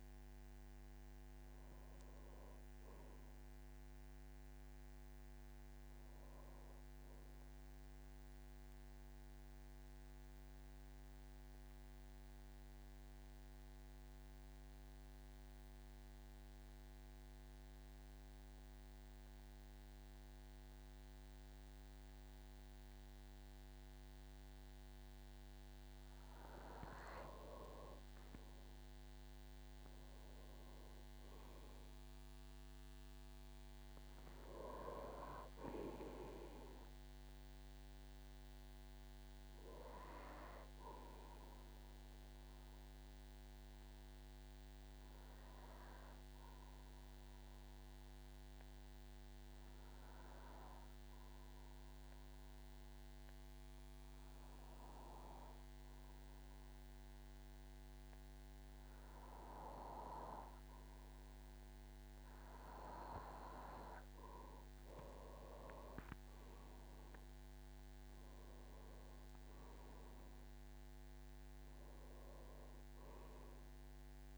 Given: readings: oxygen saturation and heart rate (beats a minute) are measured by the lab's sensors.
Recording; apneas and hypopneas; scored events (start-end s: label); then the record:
breathing in sleep by a microphone on the trachea; 2
0.00-17.00 s: oxygen desaturation (device-marked, oxygen 92% lowest, heart rate 47 extreme)
9.00-27.00 s: mixed apnea (oxygen 97% before, 91% lowest, heart rate 60 before, 47 extreme, up 8 after)
29.00-32.00 s: arousal
30.00-55.00 s: oxygen desaturation (device-marked, oxygen 99% before, 94% lowest, heart rate 49 before, 48 extreme)
40.00-62.00 s: obstructive apnea (oxygen 99% before, 91% lowest, heart rate 52 before, 47 extreme, up 10 after)
65.00-74.38 s: oxygen desaturation (device-marked, oxygen 98% before, 91% lowest, heart rate 51 before, 46 extreme)
65.50-70.50 s: arousal
From the record:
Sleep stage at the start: N2 (light sleep); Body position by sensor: on the back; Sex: male